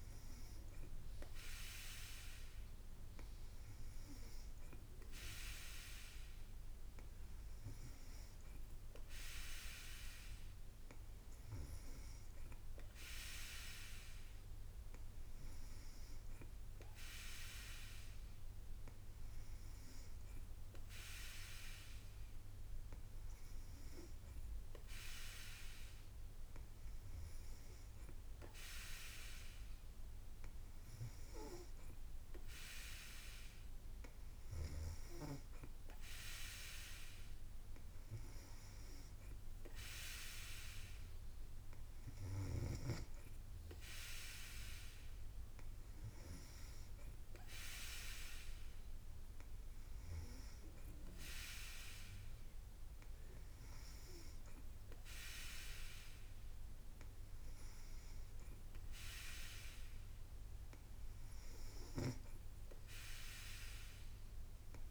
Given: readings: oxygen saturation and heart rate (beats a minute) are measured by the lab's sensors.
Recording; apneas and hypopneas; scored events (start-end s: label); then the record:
breathing in sleep by a room microphone; none
none scored
From the record:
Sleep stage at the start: N3 (deep sleep); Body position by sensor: on the back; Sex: female